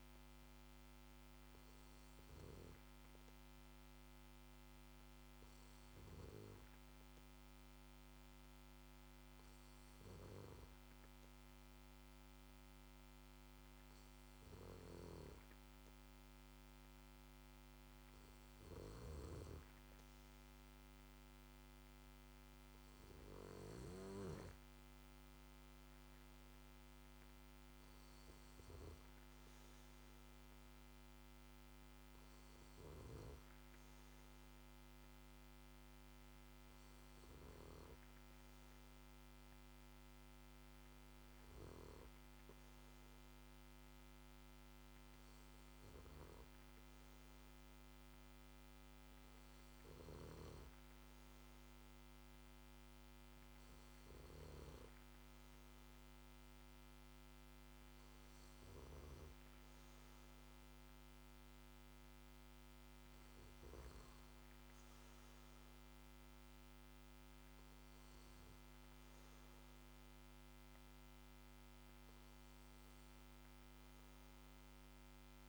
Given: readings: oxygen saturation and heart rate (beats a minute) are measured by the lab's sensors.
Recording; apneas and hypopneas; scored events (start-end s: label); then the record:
a person awake in a sleep study, by a microphone on the trachea; none
18.50-24.00 s: snoring (device-marked)
33.00-75.48 s: new sleep stage, awake
From the record:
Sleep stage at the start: N2 (light sleep); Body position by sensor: on the back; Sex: male